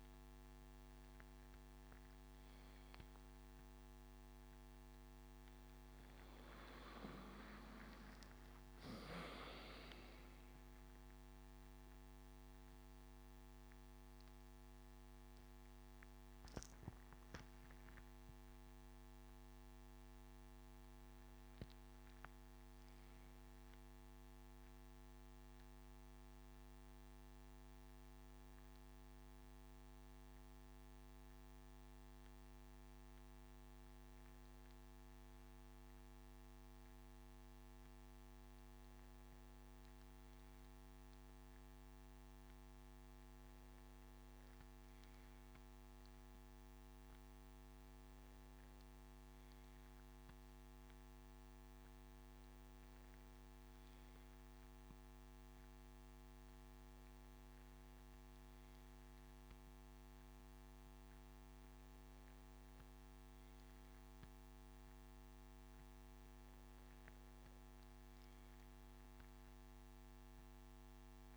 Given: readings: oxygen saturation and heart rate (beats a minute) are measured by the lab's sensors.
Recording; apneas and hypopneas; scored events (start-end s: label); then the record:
breathing in sleep, hard to hear, by a microphone on the trachea; none
4.50-8.50 s: arousal
From the record:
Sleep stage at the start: N2 (light sleep); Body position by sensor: on the left side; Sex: male